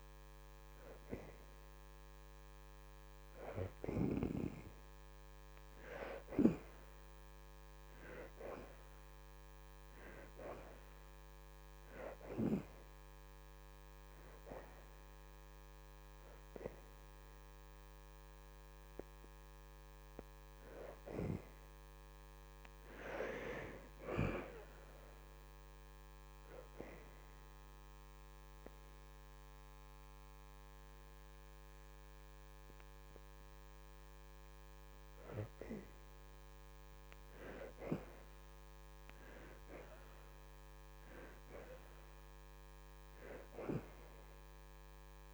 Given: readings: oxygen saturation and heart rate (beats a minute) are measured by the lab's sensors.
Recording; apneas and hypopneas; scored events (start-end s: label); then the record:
breathing in sleep by a microphone on the trachea; 1
0.00-12.50 s: oxygen desaturation (device-marked, oxygen 64% lowest, heart rate 81 extreme)
14.50-24.50 s: oxygen desaturation (device-marked, oxygen 74% before, 65% lowest, heart rate 85 before, 79 extreme)
27.00-37.00 s: obstructive apnea (oxygen 74% before, 58% lowest, heart rate 84 before, 79 extreme, up 5 after)
32.50-45.33 s: oxygen desaturation (device-marked, oxygen 74% before, 60% lowest, heart rate 84 before, 79 extreme)
39.00-42.00 s: arousal
From the record:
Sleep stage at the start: N2 (light sleep); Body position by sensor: on the back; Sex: female